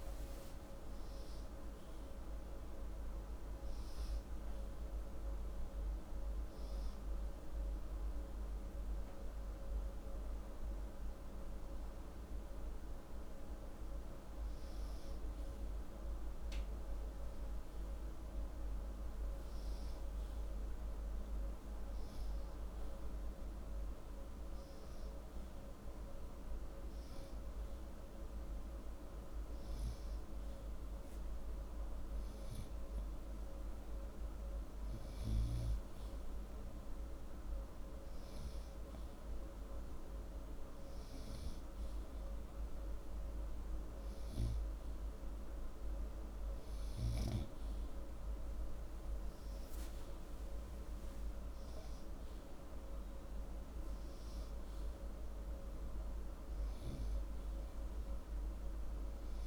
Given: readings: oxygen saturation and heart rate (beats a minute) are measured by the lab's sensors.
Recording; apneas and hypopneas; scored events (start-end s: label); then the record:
breathing in sleep, hard to hear, by a room microphone; none
none scored
From the record:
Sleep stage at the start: N2 (light sleep); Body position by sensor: upright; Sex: male